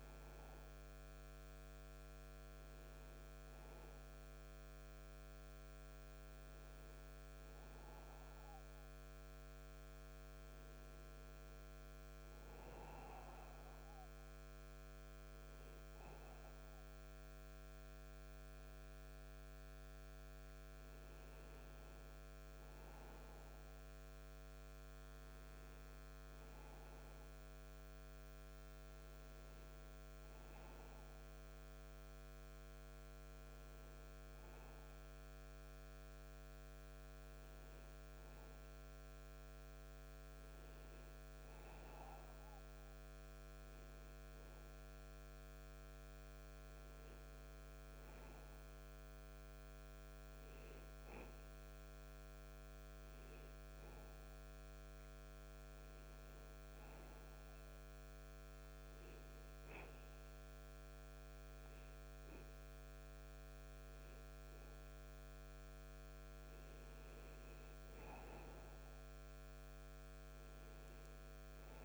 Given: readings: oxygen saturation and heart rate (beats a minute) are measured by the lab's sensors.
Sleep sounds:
breathing in sleep, hard to hear, by a microphone on the trachea; none
9.00-39.00 s: new sleep stage, N1 (lightest sleep)
39.00-71.84 s: new sleep stage, N2 (light sleep)
From the record:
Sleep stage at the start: N2 (light sleep); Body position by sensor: on the back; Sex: male

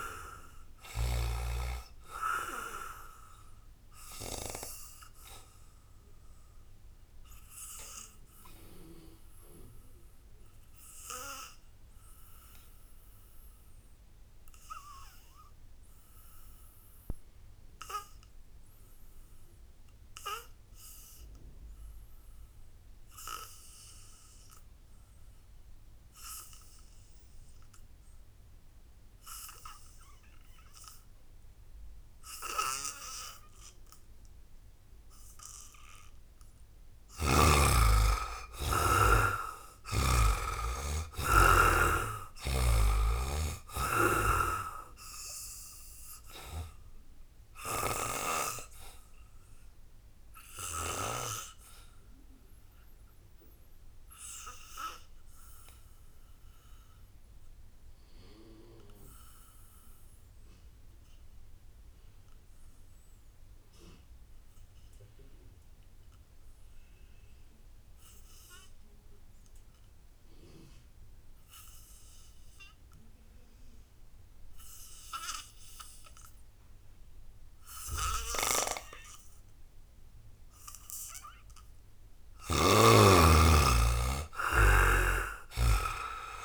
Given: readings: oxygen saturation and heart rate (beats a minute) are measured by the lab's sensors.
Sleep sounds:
breathing in sleep by a room microphone; 2
0.00-1.00 s: snoring (device-marked)
0.00-13.50 s: oxygen desaturation (device-marked, oxygen 70% lowest, heart rate 58 extreme)
4.50-35.50 s: obstructive apnea (oxygen 97% before, 70% lowest, heart rate 69 before, 59 extreme, up 2 after)
26.50-60.50 s: oxygen desaturation (device-marked, oxygen 99% before, 71% lowest, heart rate 79 before, 59 extreme)
37.50-41.50 s: arousal
39.00-42.50 s: snoring (device-marked)
47.00-81.00 s: obstructive apnea (oxygen 99% before, 71% lowest, heart rate 70 before, 59 extreme, up 16 after)
69.50-86.45 s: oxygen desaturation (device-marked, oxygen 98% before, 71% lowest, heart rate 76 before, 56 extreme)
82.50-86.45 s: arousal
From the record:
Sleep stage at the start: N2 (light sleep); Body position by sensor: on the back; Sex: male

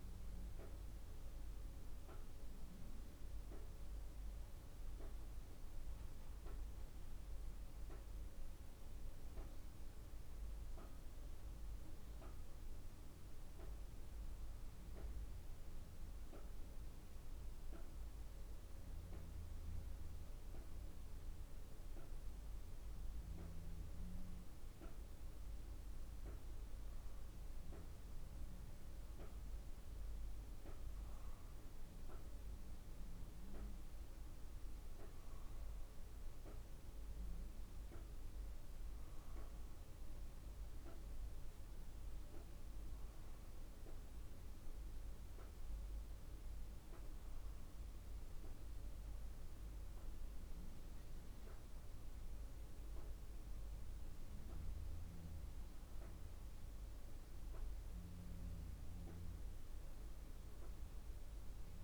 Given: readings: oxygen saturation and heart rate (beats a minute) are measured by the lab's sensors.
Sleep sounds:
breathing in sleep, hard to hear, by a room microphone; 1
0.00-5.00 s: oxygen desaturation (device-marked, oxygen 92% lowest, heart rate 49 extreme)
6.00-22.00 s: obstructive apnea (oxygen 98% before, 96% lowest, heart rate 49 before, 50 extreme, up 1 after)
25.00-29.50 s: arousal
From the record:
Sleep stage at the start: N2 (light sleep); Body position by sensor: on the back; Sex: female

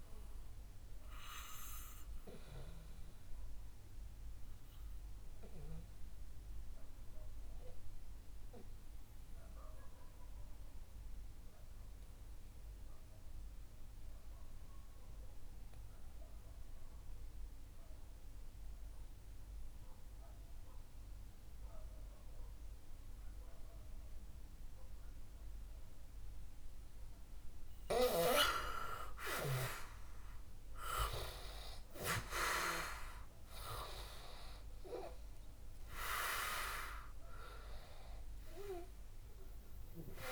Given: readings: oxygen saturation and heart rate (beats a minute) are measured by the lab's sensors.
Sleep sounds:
breathing in sleep by a room microphone; 1
0.00-19.00 s: oxygen desaturation (device-marked, oxygen 92% lowest, heart rate 61 extreme)
3.00-27.00 s: obstructive apnea (oxygen 98% before, 89% lowest, heart rate 64 before, 59 extreme, up 6 after)
24.00-40.32 s: oxygen desaturation (device-marked, oxygen 97% before, 89% lowest, heart rate 62 before, 58 extreme)
31.50-37.00 s: arousal
From the record:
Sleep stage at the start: N2 (light sleep); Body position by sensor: on the back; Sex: male

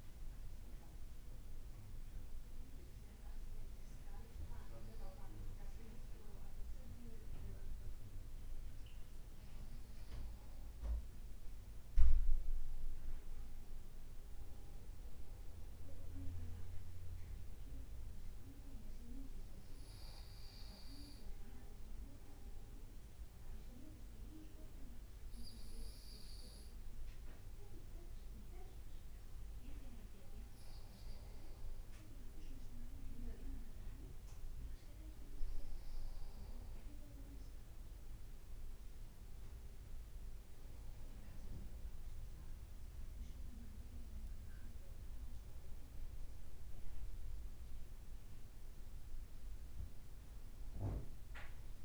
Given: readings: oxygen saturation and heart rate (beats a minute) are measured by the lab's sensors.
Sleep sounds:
breathing in sleep by a room microphone; 1
2.50-51.85 s: new sleep stage, N2 (light sleep)
19.50-30.50 s: obstructive apnea (oxygen 96% before, 94% lowest, heart rate 57 before, 54 extreme, up 0 after)
33.00-38.00 s: arousal
From the record:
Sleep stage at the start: N1 (lightest sleep); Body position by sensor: on the back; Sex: male

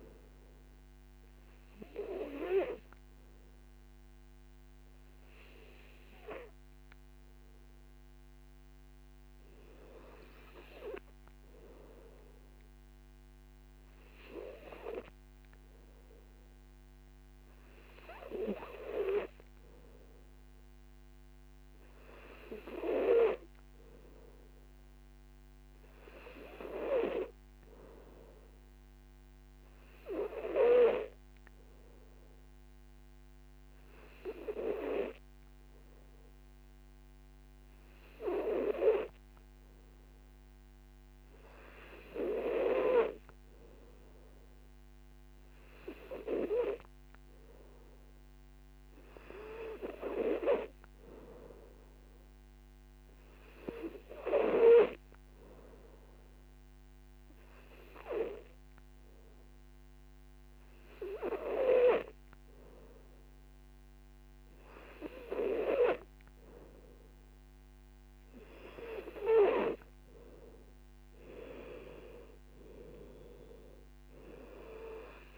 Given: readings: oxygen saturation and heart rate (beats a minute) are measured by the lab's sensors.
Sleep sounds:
breathing in sleep by a microphone on the trachea; none
4.00-18.00 s: oxygen desaturation (device-marked, oxygen 99% before, 94% lowest, heart rate 53 before, 53 extreme)
From the record:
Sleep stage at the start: N2 (light sleep); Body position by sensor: on the back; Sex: male

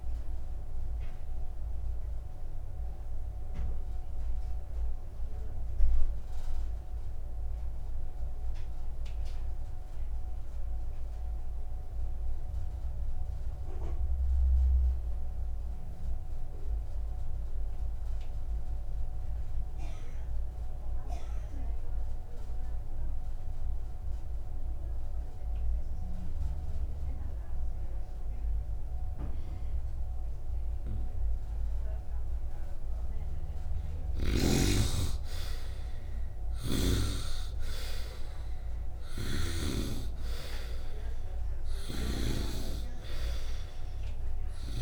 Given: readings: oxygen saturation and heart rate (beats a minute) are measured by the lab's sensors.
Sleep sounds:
breathing in sleep by a room microphone; 1
0.00-15.00 s: oxygen desaturation (device-marked, oxygen 70% lowest, heart rate 54 extreme)
1.50-32.50 s: obstructive apnea (oxygen 97% before, 68% lowest, heart rate 62 before, 57 extreme, up 1 after)
33.00-44.82 s: oxygen desaturation (device-marked, oxygen 98% before, 68% lowest, heart rate 65 before, 58 extreme)
34.50-39.00 s: arousal
36.50-40.00 s: snoring (device-marked)
42.00-44.82 s: snoring (device-marked)
From the record:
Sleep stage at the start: N2 (light sleep); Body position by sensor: upright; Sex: male

